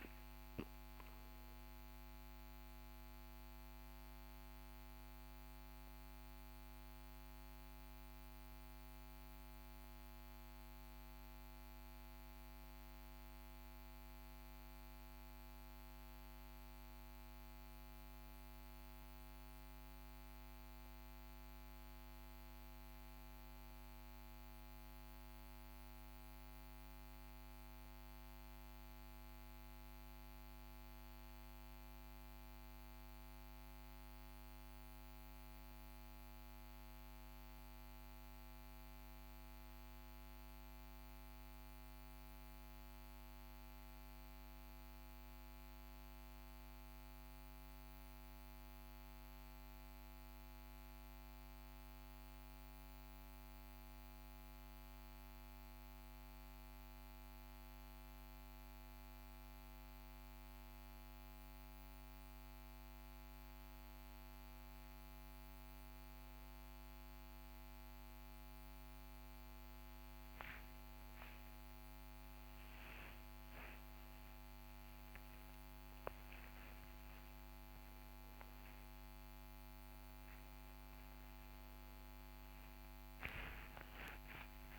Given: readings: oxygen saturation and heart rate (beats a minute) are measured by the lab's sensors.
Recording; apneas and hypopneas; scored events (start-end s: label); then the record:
breathing in sleep, hard to hear, by a microphone on the trachea; 1
9.00-63.00 s: hypopnea (oxygen 100% before, 92% lowest, heart rate 51 before, 43 extreme, up 2 after)
32.00-34.00 s: oxygen desaturation (device-marked, oxygen 98% before, 97% lowest, heart rate 43 before, 43 extreme)
64.00-82.00 s: oxygen desaturation (device-marked, oxygen 95% before, 92% lowest, heart rate 43 before, 45 extreme)
67.00-71.50 s: arousal
From the record:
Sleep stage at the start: N1 (lightest sleep); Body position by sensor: on the back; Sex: male